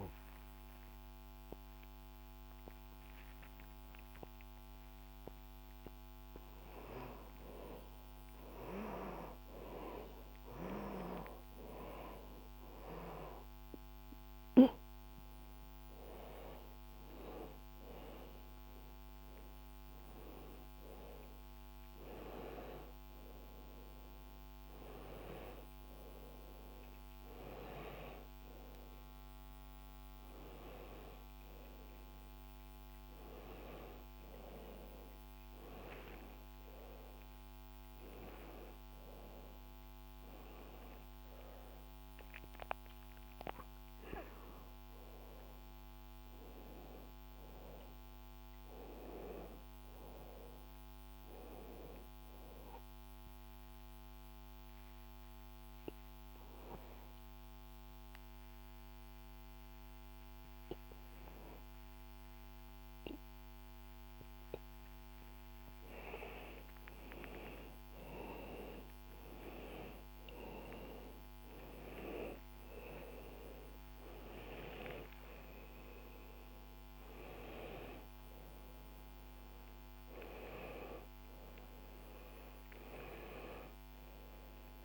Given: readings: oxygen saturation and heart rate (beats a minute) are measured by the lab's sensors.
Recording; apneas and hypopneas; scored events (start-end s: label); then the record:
a person awake in a sleep study, by a microphone on the trachea; none
18.00-37.00 s: oxygen desaturation (device-marked, oxygen 98% before, 94% lowest, heart rate 112 before, 97 extreme)
From the record:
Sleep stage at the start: awake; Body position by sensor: upright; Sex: male